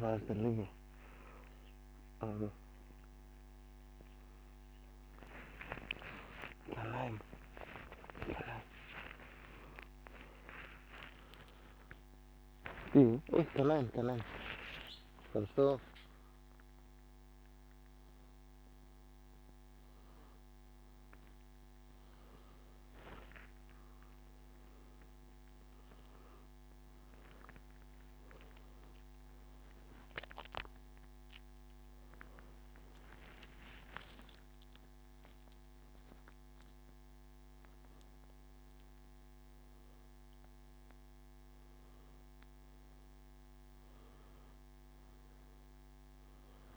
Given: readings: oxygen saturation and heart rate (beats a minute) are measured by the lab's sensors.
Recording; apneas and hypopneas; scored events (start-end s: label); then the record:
a person awake in a sleep study, by a microphone on the trachea; none
none scored
From the record:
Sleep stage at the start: awake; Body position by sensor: on the back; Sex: male